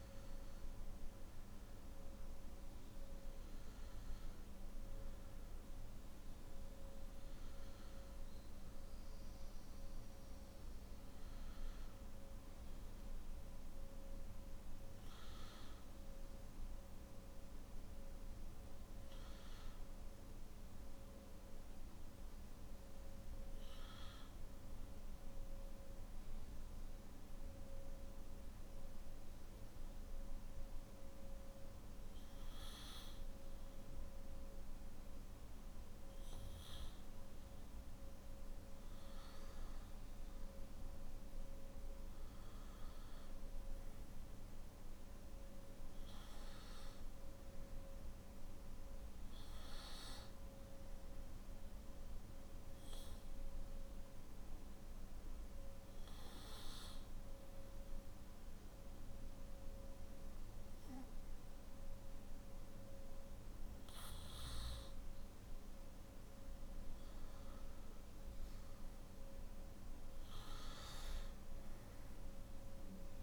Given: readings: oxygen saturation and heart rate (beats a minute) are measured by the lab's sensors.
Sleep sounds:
breathing in sleep, hard to hear, by a room microphone; 2
0.00-6.50 s: oxygen desaturation (device-marked, oxygen 92% lowest, heart rate 51 extreme)
20.00-35.50 s: hypopnea (oxygen 97% before, 94% lowest, heart rate 56 before, 51 extreme, up 8 after)
52.00-65.50 s: obstructive apnea (oxygen 98% before, 94% lowest, heart rate 55 before, 49 extreme, up 7 after)
From the record:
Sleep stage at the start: N2 (light sleep); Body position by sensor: on the back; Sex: male

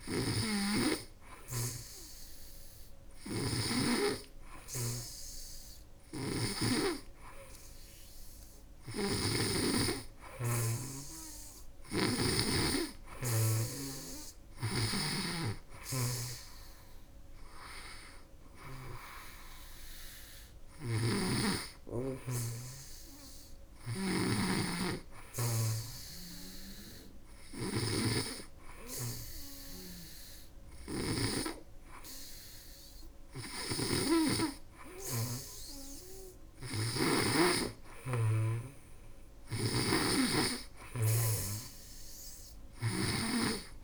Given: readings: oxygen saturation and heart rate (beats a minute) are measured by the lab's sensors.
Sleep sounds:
breathing in sleep by a room microphone; none
0.00-9.00 s: snoring (device-marked)
11.00-31.00 s: snoring (device-marked)
33.00-43.83 s: snoring (device-marked)
From the record:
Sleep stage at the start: N2 (light sleep); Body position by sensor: on the back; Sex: female

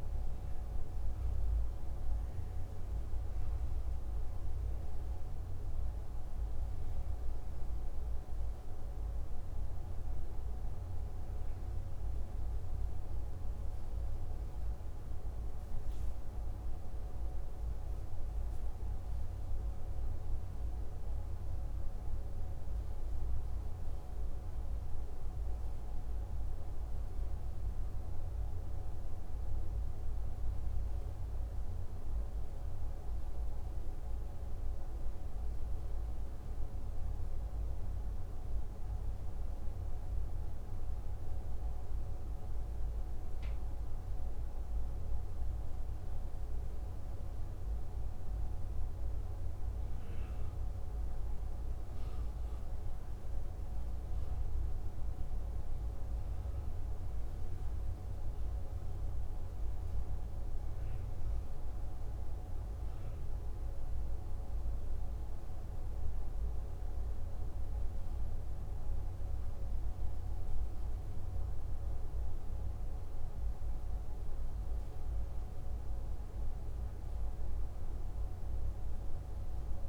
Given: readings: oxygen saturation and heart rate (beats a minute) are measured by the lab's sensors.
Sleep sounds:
breathing in sleep, hard to hear, by a room microphone; none
36.00-79.89 s: new sleep stage, N2 (light sleep)
From the record:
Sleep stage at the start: REM sleep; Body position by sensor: on the back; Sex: male

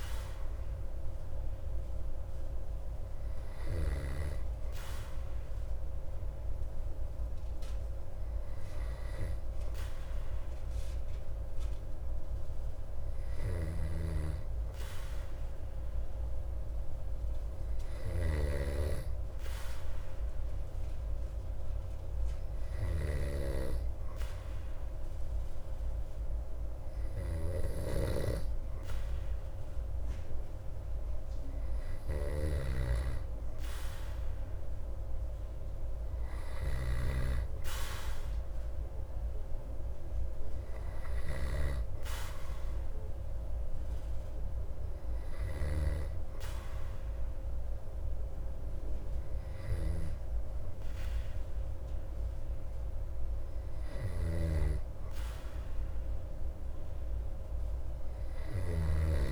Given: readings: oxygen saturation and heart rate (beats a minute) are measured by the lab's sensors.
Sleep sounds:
breathing in sleep by a room microphone; 1
10.50-35.00 s: hypopnea (oxygen 96% before, 93% lowest)
13.50-19.00 s: snoring (device-marked)
37.50-41.00 s: arousal
54.00-59.32 s: snoring (device-marked)
From the record:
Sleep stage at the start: N2 (light sleep); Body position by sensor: on the back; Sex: male

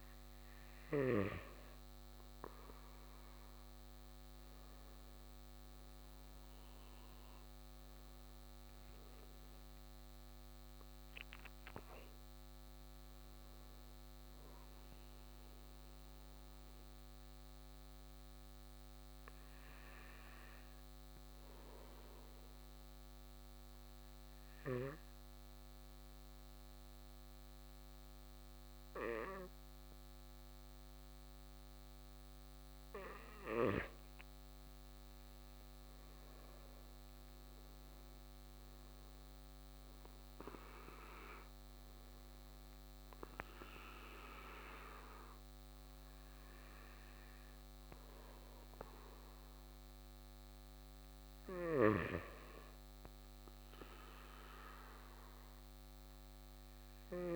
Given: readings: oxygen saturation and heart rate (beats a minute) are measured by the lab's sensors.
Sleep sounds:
breathing in sleep by a microphone on the trachea; 1
0.00-1.50 s: oxygen desaturation (device-marked, oxygen 94% lowest, heart rate 58 extreme)
9.00-13.00 s: arousal
16.50-32.00 s: obstructive apnea (oxygen 98% before, 93% lowest, heart rate 64 before, 59 extreme, up 8 after)
35.00-39.00 s: arousal
35.50-49.50 s: oxygen desaturation (device-marked, oxygen 98% before, 94% lowest, heart rate 62 before, 58 extreme)
From the record:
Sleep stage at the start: N2 (light sleep); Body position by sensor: on the right side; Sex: male

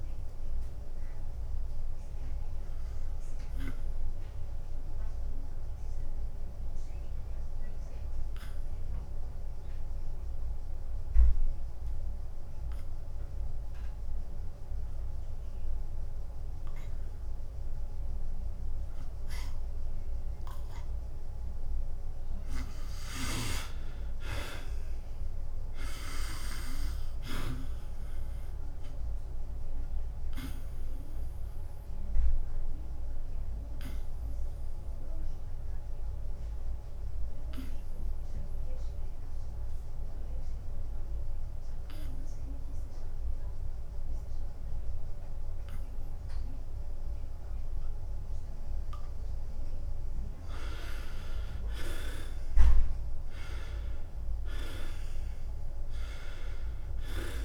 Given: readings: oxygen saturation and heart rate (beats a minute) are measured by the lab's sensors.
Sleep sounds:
breathing in sleep by a room microphone; 2
0.00-2.50 s: oxygen desaturation (device-marked, oxygen 92% lowest, heart rate 88 extreme)
0.00-3.50 s: drop in pulse transit time (device-marked, heart rate 87 extreme)
1.00-22.50 s: obstructive apnea (oxygen 96% before, 71% lowest, heart rate 89 before, 88 extreme, up 4 after)
13.50-20.50 s: oxygen desaturation (device-marked, oxygen 93% before, 71% lowest, heart rate 92 before, 88 extreme)
25.50-28.50 s: arousal
32.50-49.50 s: obstructive apnea (oxygen 98% before, 84% lowest, heart rate 90 before, 85 extreme, up 4 after)
45.50-56.50 s: oxygen desaturation (device-marked, oxygen 99% before, 84% lowest, heart rate 90 before, 85 extreme)
49.50-57.45 s: drop in pulse transit time (device-marked, heart rate 89 before, 85 extreme)
52.50-56.50 s: arousal
From the record:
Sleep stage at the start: N2 (light sleep); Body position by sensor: on the back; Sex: male

